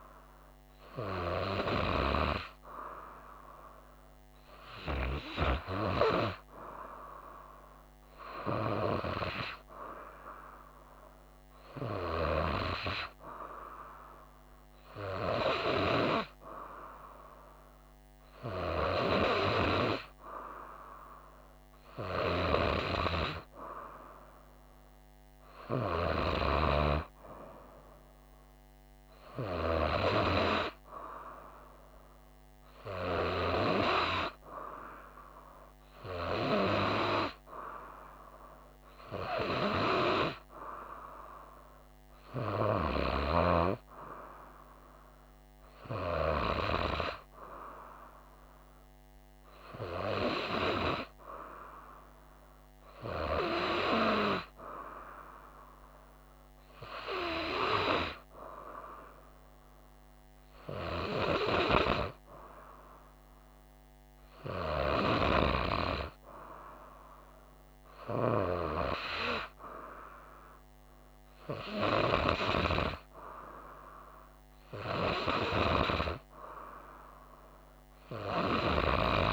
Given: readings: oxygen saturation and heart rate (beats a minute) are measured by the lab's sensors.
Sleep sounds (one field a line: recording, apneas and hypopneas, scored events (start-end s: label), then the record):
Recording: breathing in sleep by a microphone on the trachea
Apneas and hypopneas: none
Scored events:
none scored
From the record:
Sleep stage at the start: N2 (light sleep)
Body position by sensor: on the right side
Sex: female